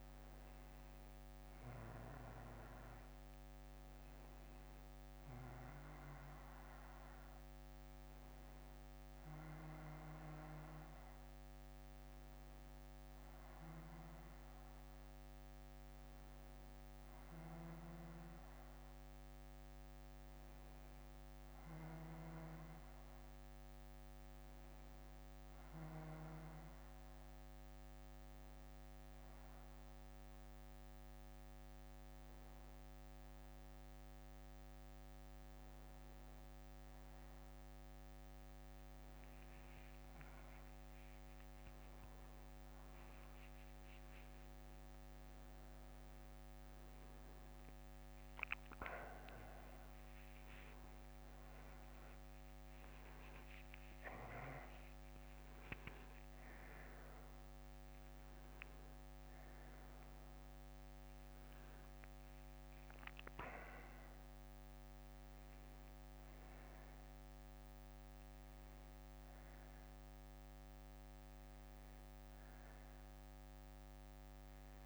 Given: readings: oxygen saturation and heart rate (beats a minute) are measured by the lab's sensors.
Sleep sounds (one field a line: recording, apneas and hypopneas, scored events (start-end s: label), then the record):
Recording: breathing in sleep, hard to hear, by a microphone on the trachea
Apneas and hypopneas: 1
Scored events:
0.00-1.00 s: arousal
0.00-15.00 s: oxygen desaturation (device-marked, oxygen 94% before, 91% lowest, heart rate 63 before, 56 extreme)
7.00-11.00 s: bradycardia (device-marked, heart rate 67 before, 58 extreme)
23.00-36.00 s: bradycardia (device-marked, heart rate 67 before, 56 extreme)
27.50-39.00 s: hypopnea (oxygen 94% before, 92% lowest, heart rate 60 before, 57 extreme, up 26 after)
42.00-47.00 s: arousal
49.00-54.00 s: tachycardia (device-marked, heart rate 67 before, 111 extreme)
72.00-74.00 s: bradycardia (device-marked, heart rate 68 before, 65 extreme)
From the record:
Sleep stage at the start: N1 (lightest sleep)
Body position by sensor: on the back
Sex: male